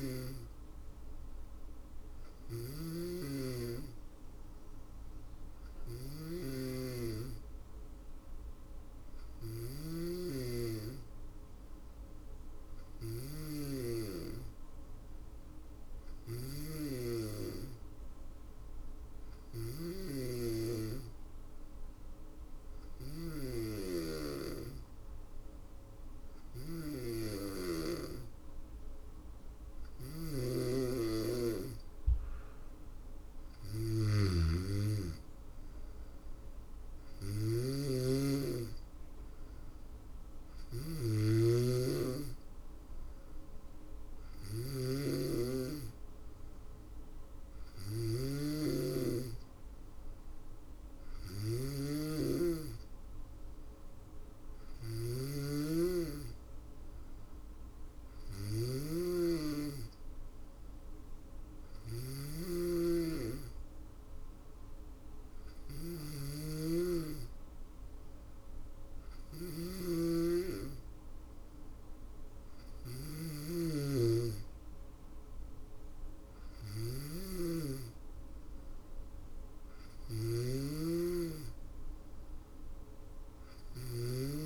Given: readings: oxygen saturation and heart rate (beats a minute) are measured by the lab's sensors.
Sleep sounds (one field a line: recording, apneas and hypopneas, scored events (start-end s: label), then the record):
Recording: breathing in sleep by a room microphone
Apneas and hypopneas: none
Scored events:
0.00-84.46 s: snoring (device-marked)
From the record:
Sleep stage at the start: N2 (light sleep)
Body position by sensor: on the back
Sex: female